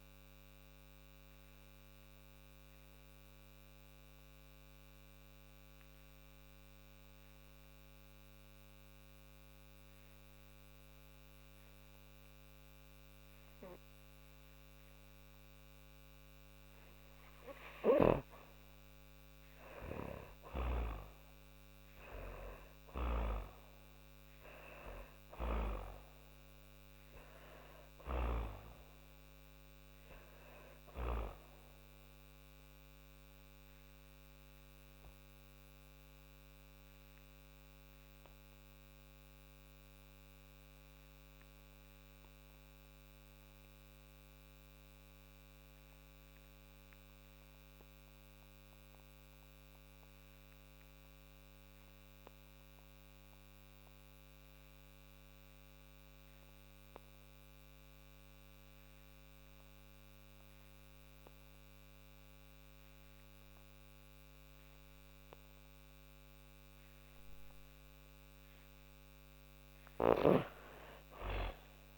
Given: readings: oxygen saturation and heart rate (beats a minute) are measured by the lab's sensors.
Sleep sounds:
breathing in sleep by a microphone on the trachea; 2
3.00-15.50 s: obstructive apnea (oxygen 98% before, 90% lowest, heart rate 54 before, 45 extreme, up 12 after)
15.00-43.00 s: oxygen desaturation (device-marked, oxygen 97% before, 90% lowest, heart rate 51 before, 43 extreme)
17.00-23.00 s: arousal
26.00-29.50 s: snoring (device-marked)
34.00-67.50 s: hypopnea (oxygen 97% before, 86% lowest, heart rate 58 before, 36 extreme, up 43 after)
59.00-71.98 s: oxygen desaturation (device-marked, oxygen 98% before, 86% lowest, heart rate 48 before, 33 extreme)
69.50-71.98 s: arousal
70.50-71.98 s: snoring (device-marked)
From the record:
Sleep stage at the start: N2 (light sleep); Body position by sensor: on the back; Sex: female

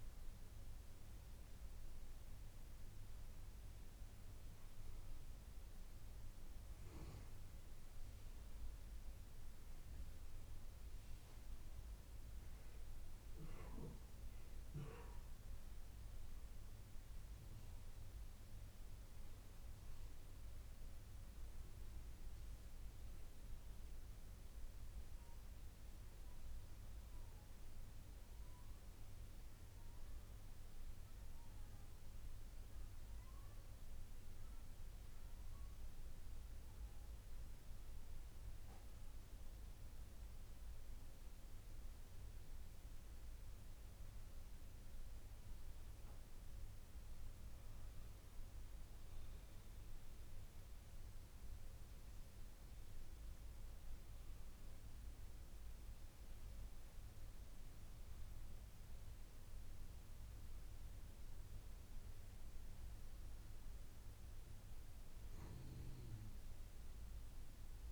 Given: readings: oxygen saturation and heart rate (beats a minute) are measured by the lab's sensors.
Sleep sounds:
breathing in sleep, hard to hear, by a room microphone; 1
43.00-46.50 s: arousal
49.50-63.00 s: hypopnea (oxygen 98% before, 97% lowest, heart rate 55 before, 52 extreme, up 5 after)
66.50-67.91 s: arousal
From the record:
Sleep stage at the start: N2 (light sleep); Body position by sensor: on the back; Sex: female

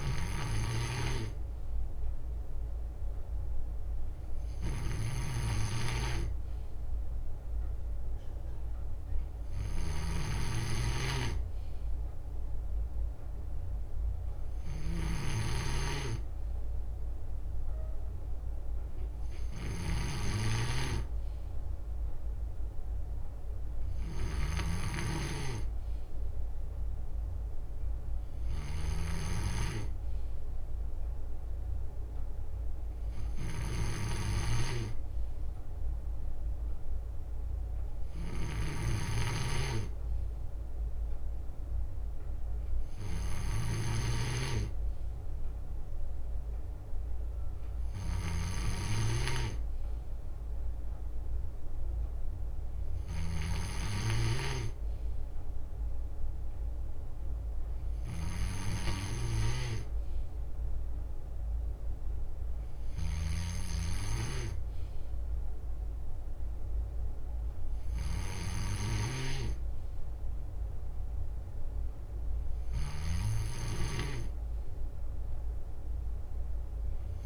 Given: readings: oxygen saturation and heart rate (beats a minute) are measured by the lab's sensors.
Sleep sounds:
breathing in sleep by a room microphone; none
0.00-15.50 s: snoring (device-marked)
24.00-29.00 s: snoring (device-marked)
31.00-39.50 s: leg movement (device-marked)
39.00-53.50 s: snoring (device-marked)
42.00-45.00 s: leg movement (device-marked)
45.00-51.50 s: leg movement (device-marked)
53.00-60.00 s: leg movement (device-marked)
From the record:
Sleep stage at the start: N2 (light sleep); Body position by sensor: on the left side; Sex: male

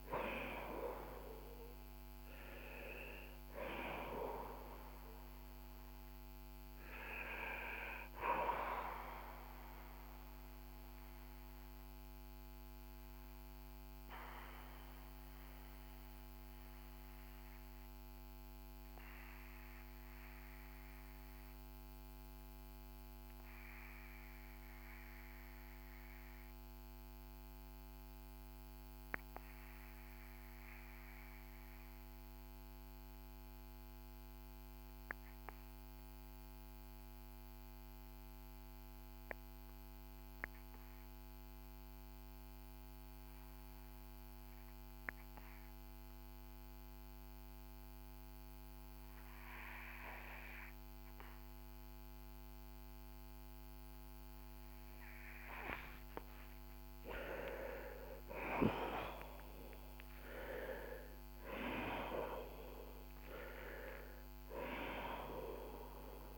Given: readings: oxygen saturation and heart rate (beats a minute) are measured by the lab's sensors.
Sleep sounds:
breathing in sleep by a microphone on the trachea; 1
0.00-29.50 s: oxygen desaturation (device-marked, oxygen 82% lowest, heart rate 50 extreme)
12.50-52.50 s: obstructive apnea (oxygen 95% before, 81% lowest, heart rate 61 before, 50 extreme, up 10 after)
44.50-66.38 s: oxygen desaturation (device-marked, oxygen 97% before, 81% lowest, heart rate 54 before, 47 extreme)
55.50-61.50 s: arousal
From the record:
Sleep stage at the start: N2 (light sleep); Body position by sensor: on the back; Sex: male

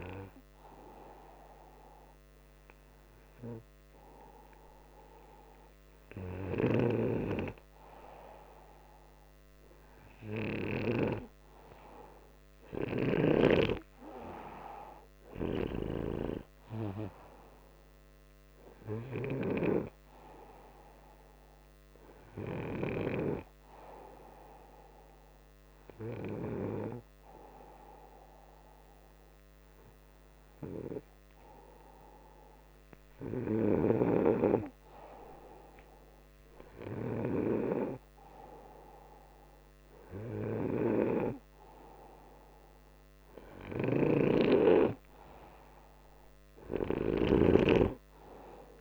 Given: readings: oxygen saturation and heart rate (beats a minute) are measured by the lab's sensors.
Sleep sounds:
breathing in sleep by a microphone on the trachea; none
6.00-11.00 s: snoring (device-marked)
43.50-47.50 s: snoring (device-marked)
From the record:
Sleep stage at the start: N2 (light sleep); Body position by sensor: upright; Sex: male

